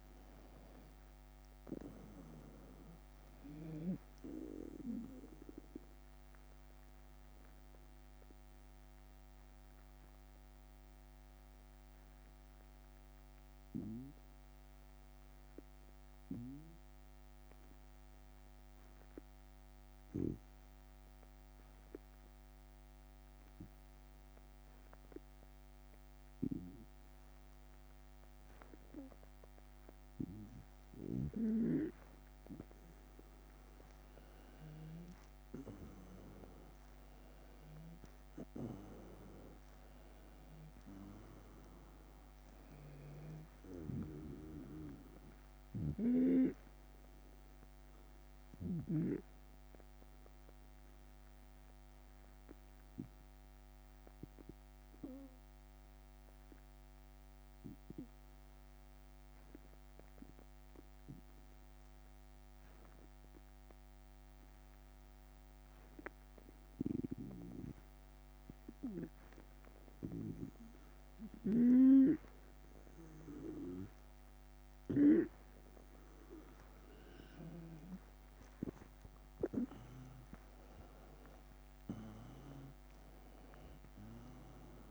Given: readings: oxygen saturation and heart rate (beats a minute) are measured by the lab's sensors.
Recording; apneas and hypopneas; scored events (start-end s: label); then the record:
breathing in sleep by a microphone on the trachea; 2
0.00-16.50 s: oxygen desaturation (device-marked, oxygen 92% lowest, heart rate 75 extreme)
6.00-33.00 s: obstructive apnea (oxygen 97% before, 92% lowest, heart rate 81 before, 75 extreme, up 7 after)
34.50-40.00 s: arousal
47.00-76.50 s: obstructive apnea (oxygen 97% before, 91% lowest, heart rate 80 before, 75 extreme, up 5 after)
71.00-75.00 s: snoring (device-marked)
74.50-84.91 s: oxygen desaturation (device-marked, oxygen 96% before, 92% lowest, heart rate 79 before, 75 extreme)
78.50-83.50 s: arousal
78.50-84.91 s: drop in pulse transit time (device-marked, heart rate 80 before, 80 extreme)
From the record:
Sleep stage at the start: N2 (light sleep); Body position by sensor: on the right side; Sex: male